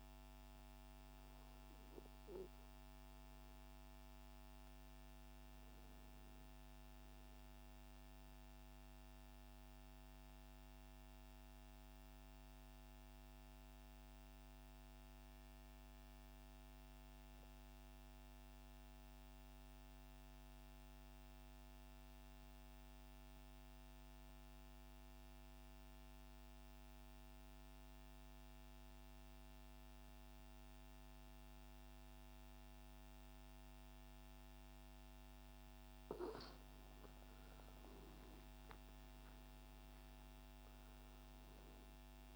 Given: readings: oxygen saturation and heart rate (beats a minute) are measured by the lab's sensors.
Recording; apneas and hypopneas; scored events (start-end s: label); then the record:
breathing in sleep, hard to hear, by a microphone on the trachea; 1
0.00-11.50 s: oxygen desaturation (device-marked, oxygen 90% lowest, heart rate 65 extreme)
7.50-36.00 s: mixed apnea (oxygen 97% before, 92% lowest, heart rate 100 before, 65 extreme, up 47 after)
31.50-42.36 s: oxygen desaturation (device-marked, oxygen 98% before, 92% lowest, heart rate 103 before, 73 extreme)
From the record:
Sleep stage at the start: N2 (light sleep); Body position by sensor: on the back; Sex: male